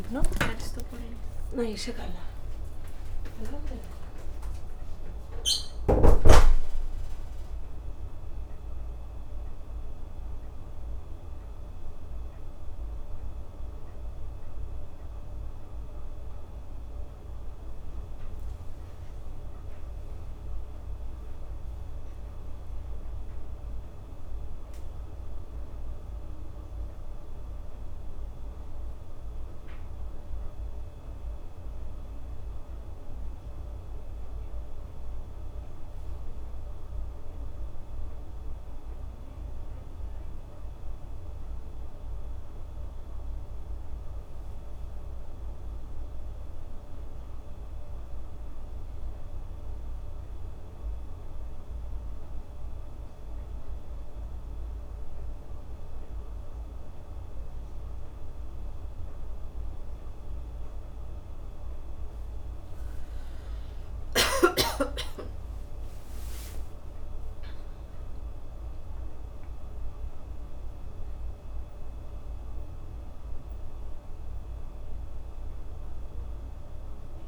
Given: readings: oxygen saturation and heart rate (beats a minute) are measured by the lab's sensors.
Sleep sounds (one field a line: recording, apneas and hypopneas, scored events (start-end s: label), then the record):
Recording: a person awake in a sleep study, by a room microphone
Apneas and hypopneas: none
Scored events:
none scored
From the record:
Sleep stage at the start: awake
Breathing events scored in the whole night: 177 in 5.9 hours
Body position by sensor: on the back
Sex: female